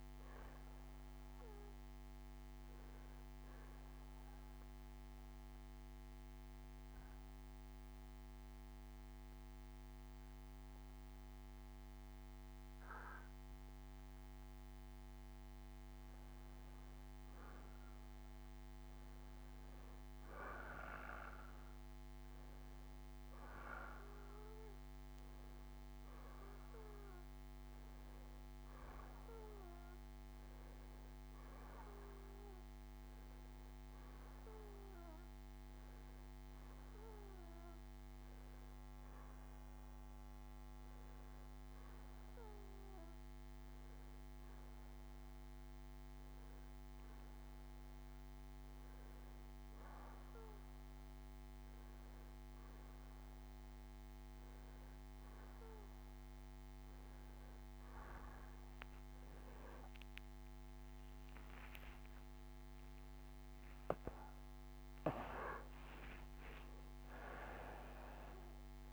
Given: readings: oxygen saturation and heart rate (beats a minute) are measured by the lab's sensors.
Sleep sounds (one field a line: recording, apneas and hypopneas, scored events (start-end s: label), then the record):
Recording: breathing in sleep by a microphone on the trachea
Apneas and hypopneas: 1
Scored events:
1.50-4.50 s: bradycardia (device-marked, heart rate 64 before, 57 extreme)
3.50-14.00 s: obstructive apnea (oxygen 97% before, 91% lowest, heart rate 67 before, 63 extreme, up 12 after)
16.50-20.50 s: arousal
23.50-36.50 s: oxygen desaturation (device-marked, oxygen 94% before, 91% lowest, heart rate 64 before, 65 extreme)
36.50-68.93 s: new sleep stage, N1 (lightest sleep)
60.00-64.50 s: arousal
From the record:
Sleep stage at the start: N2 (light sleep)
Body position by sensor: on the back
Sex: male